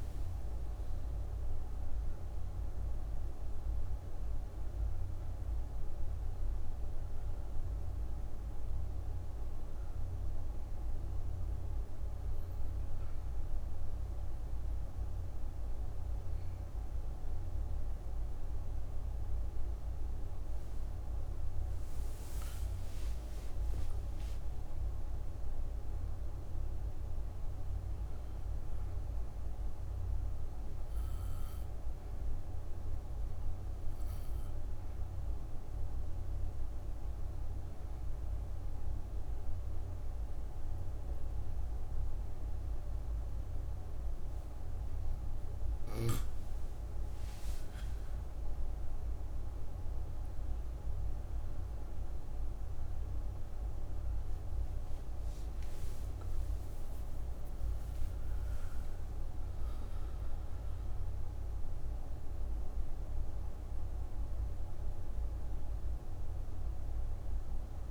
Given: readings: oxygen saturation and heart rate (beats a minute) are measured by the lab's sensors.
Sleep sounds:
breathing in sleep, hard to hear, by a room microphone; 2
0.00-1.50 s: arousal
0.00-24.50 s: oxygen desaturation (device-marked, oxygen 82% lowest, heart rate 59 extreme)
12.50-22.50 s: obstructive apnea (oxygen 98% before, 82% lowest, heart rate 77 before, 59 extreme, up 20 after)
23.00-27.50 s: arousal
31.00-46.00 s: obstructive apnea (oxygen 98% before, 89% lowest, heart rate 68 before, 63 extreme, up 7 after)
47.50-54.00 s: arousal
53.50-67.91 s: oxygen desaturation (device-marked, oxygen 97% before, 89% lowest, heart rate 67 before, 61 extreme)
From the record:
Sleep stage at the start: N2 (light sleep); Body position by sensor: on the back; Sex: female

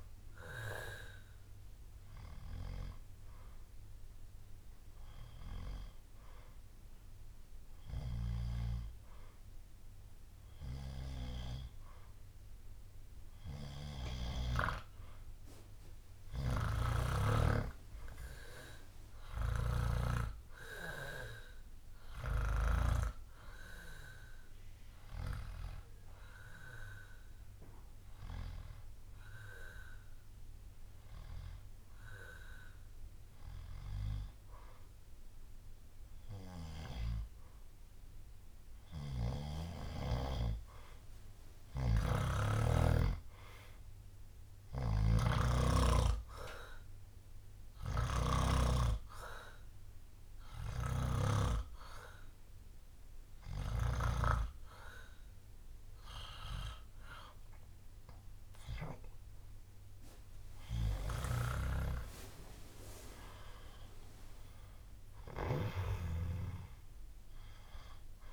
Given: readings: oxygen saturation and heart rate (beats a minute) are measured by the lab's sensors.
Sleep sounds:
breathing in sleep by a room microphone; 3
2.00-13.00 s: hypopnea (oxygen 95% before, 93% lowest, heart rate 67 before, 58 extreme, up 9 after)
16.00-20.50 s: arousal
16.50-20.00 s: snoring (device-marked)
24.50-30.50 s: bradycardia (device-marked, heart rate 72 before, 58 extreme)
28.50-39.50 s: hypopnea (oxygen 96% before, 93% lowest, heart rate 65 before, 60 extreme, up 14 after)
42.00-45.00 s: arousal
44.50-48.50 s: snoring (device-marked)
47.50-60.00 s: hypopnea (oxygen 96% before, 93% lowest, heart rate 64 before, 62 extreme, up 14 after)
50.50-54.00 s: snoring (device-marked)
61.50-65.00 s: arousal
61.50-68.33 s: drop in pulse transit time (device-marked, heart rate 66 before, 65 extreme)
From the record:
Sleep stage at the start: N2 (light sleep); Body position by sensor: on the back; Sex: male

